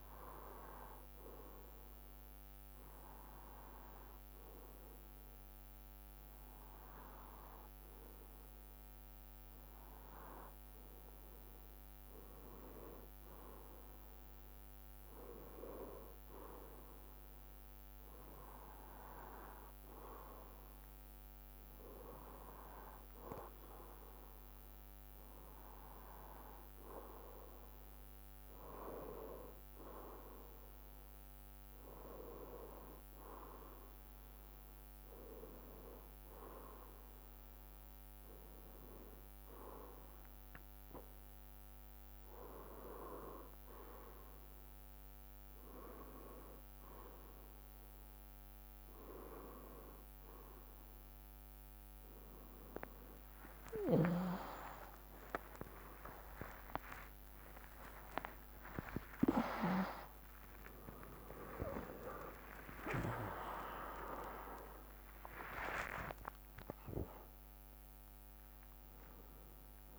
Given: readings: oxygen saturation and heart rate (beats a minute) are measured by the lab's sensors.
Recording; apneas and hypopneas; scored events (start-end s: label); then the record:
a person partly awake in a sleep study, by a microphone on the trachea; 1
0.00-2.50 s: drop in pulse transit time (device-marked, heart rate 58 extreme)
0.00-12.50 s: bradycardia (device-marked, heart rate 52 extreme)
1.00-12.00 s: hypopnea (oxygen 95% before, 93% lowest, heart rate 59 before, 52 extreme, up 8 after)
13.00-16.50 s: arousal
14.50-29.50 s: bradycardia (device-marked, heart rate 59 before, 53 extreme)
30.50-36.50 s: bradycardia (device-marked, heart rate 59 before, 58 extreme)
36.50-48.50 s: drop in pulse transit time (device-marked, heart rate 56 before, 58 extreme)
43.50-69.99 s: new sleep stage, awake
55.50-57.50 s: long interval between heartbeats (device-marked, heart rate 61 before, 76 extreme)
55.50-58.50 s: tachycardia (device-marked, heart rate 59 before, 92 extreme)
57.50-59.50 s: long interval between heartbeats (device-marked, heart rate 63 before, 92 extreme)
59.50-65.50 s: tachycardia (device-marked, heart rate 59 before, 120 extreme)
60.50-69.99 s: drop in pulse transit time (device-marked, heart rate 69 before, 75 extreme)
62.50-64.50 s: long interval between heartbeats (device-marked, heart rate 73 before, 113 extreme)
65.00-67.00 s: long interval between heartbeats (device-marked, heart rate 78 before, 107 extreme)
From the record:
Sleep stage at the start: N2 (light sleep); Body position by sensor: on the left side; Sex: male